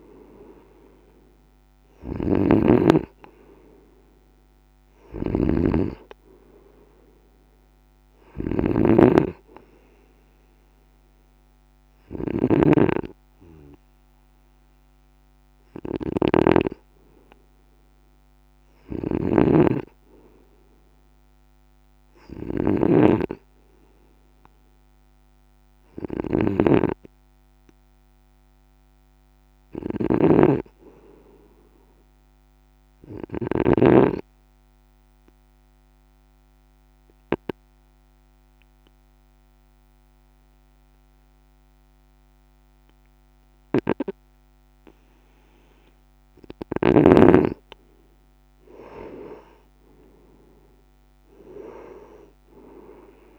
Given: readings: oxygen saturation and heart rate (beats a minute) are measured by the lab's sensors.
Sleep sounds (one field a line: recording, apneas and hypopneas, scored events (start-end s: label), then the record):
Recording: breathing in sleep by a microphone on the trachea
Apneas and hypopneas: 1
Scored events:
2.00-33.50 s: snoring (device-marked)
26.50-30.00 s: arousal
34.00-46.50 s: obstructive apnea (oxygen 96% before, 94% lowest, heart rate 56 before, 54 extreme, up 7 after)
51.50-53.39 s: arousal
From the record:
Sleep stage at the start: N2 (light sleep)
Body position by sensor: on the right side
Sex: male